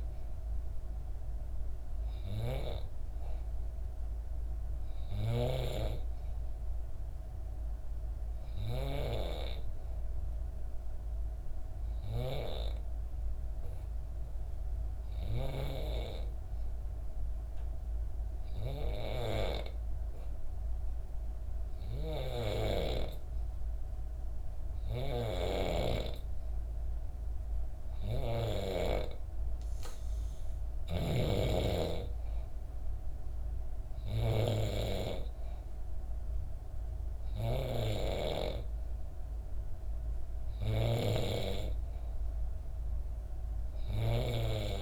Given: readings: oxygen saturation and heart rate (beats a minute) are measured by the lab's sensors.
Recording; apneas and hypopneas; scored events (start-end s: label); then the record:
breathing in sleep by a room microphone; 1
0.00-8.50 s: snoring (device-marked)
11.50-26.00 s: hypopnea (oxygen 94% before, 91% lowest, heart rate 65 before, 63 extreme, up 2 after)
24.50-28.50 s: snoring (device-marked)
27.00-44.82 s: oxygen desaturation (device-marked, oxygen 94% before, 91% lowest, heart rate 64 before, 63 extreme)
28.00-30.50 s: arousal
From the record:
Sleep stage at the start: N2 (light sleep); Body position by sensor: on the back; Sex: female